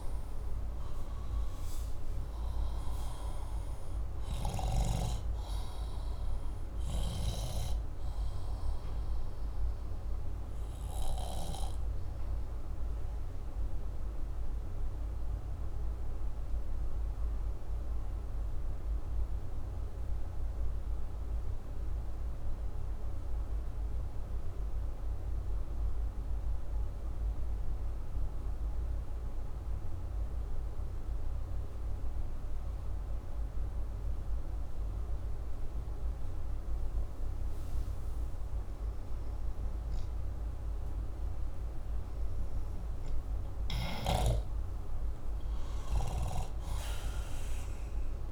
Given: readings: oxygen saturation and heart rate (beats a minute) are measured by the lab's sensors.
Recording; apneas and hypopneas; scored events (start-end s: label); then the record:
breathing in sleep by a room microphone; 1
0.00-15.50 s: oxygen desaturation (device-marked, oxygen 84% lowest, heart rate 64 extreme)
12.50-41.50 s: obstructive apnea (oxygen 98% before, 85% lowest, heart rate 67 before, 64 extreme, up 4 after)
38.50-48.32 s: oxygen desaturation (device-marked, oxygen 96% before, 85% lowest, heart rate 66 before, 58 extreme)
43.50-48.32 s: snoring (device-marked)
44.00-47.50 s: arousal
From the record:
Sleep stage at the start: N2 (light sleep); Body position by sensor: upright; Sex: male